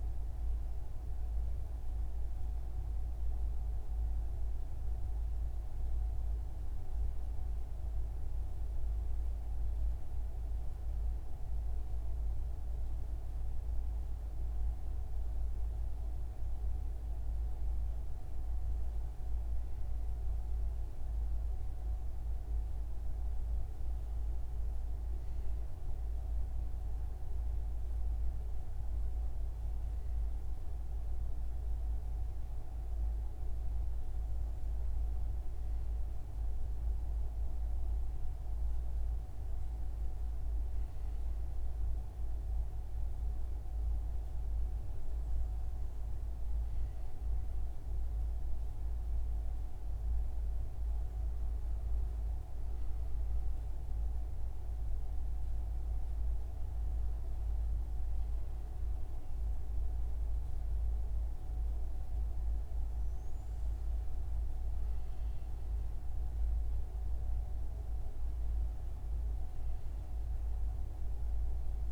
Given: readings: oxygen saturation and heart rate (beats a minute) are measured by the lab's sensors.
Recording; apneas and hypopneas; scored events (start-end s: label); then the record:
breathing in sleep, hard to hear, by a room microphone; none
none scored
From the record:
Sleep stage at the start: REM sleep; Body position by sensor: on the front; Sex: male